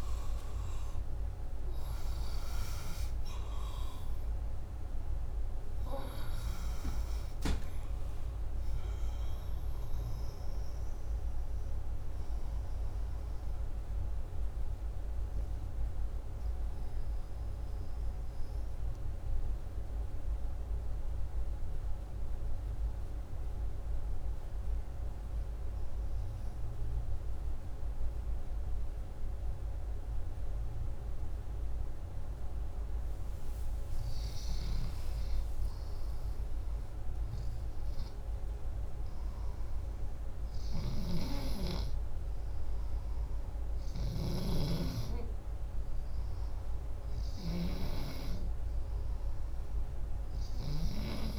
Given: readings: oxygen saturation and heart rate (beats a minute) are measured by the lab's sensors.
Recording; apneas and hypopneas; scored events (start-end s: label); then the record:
breathing in sleep by a room microphone; 1
0.00-2.50 s: arousal
12.00-33.00 s: mixed apnea (oxygen 91% before, 88% lowest, heart rate 134 before, 54 extreme)
34.50-38.00 s: arousal
From the record:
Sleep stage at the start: N2 (light sleep); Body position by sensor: upright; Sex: male